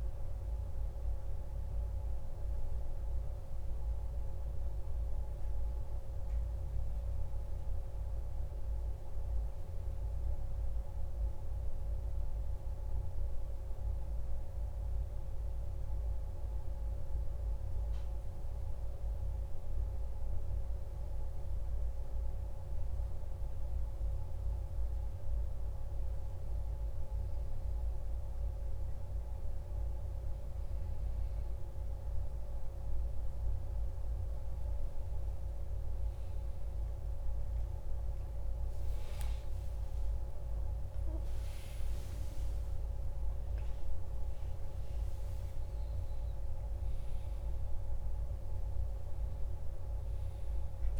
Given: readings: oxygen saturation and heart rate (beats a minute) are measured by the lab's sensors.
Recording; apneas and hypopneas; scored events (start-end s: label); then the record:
a person partly awake in a sleep study, hard to hear, by a room microphone; none
33.50-51.00 s: new sleep stage, awake
From the record:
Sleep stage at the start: N1 (lightest sleep); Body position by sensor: on the back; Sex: male